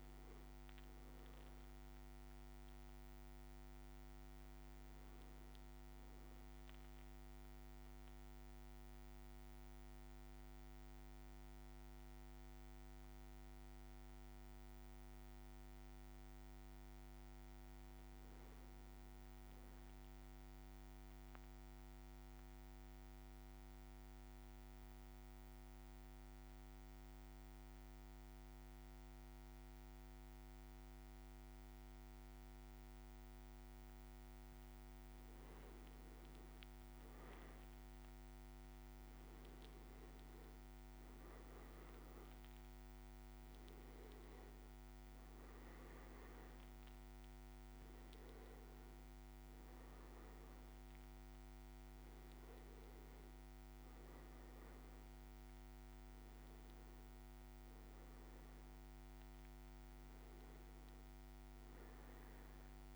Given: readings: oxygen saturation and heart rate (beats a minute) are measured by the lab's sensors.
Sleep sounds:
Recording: breathing in sleep, hard to hear, by a microphone on the trachea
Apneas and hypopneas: 1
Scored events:
0.00-21.50 s: oxygen desaturation (device-marked, oxygen 95% lowest, heart rate 57 extreme)
20.00-35.00 s: mixed apnea (oxygen 99% before, 93% lowest, heart rate 58 before, 57 extreme, up 4 after)
35.50-62.95 s: oxygen desaturation (device-marked, oxygen 98% before, 93% lowest, heart rate 58 before, 54 extreme)
37.50-41.50 s: arousal
From the record:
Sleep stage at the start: N2 (light sleep)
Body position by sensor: on the back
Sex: male

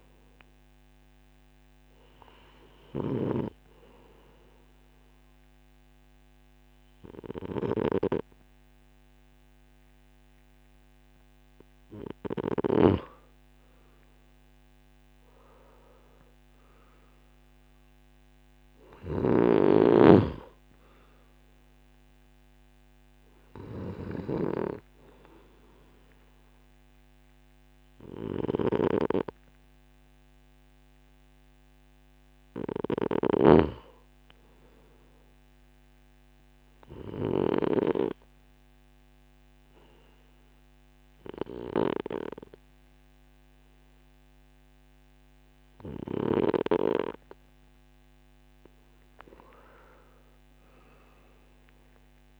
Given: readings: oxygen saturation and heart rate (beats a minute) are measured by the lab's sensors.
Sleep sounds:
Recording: breathing in sleep by a microphone on the trachea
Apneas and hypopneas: 1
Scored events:
30.50-33.50 s: arousal
35.50-47.00 s: obstructive apnea (oxygen 95% before, 93% lowest)
48.00-52.40 s: arousal
From the record:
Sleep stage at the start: N2 (light sleep)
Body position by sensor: on the right side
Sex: male

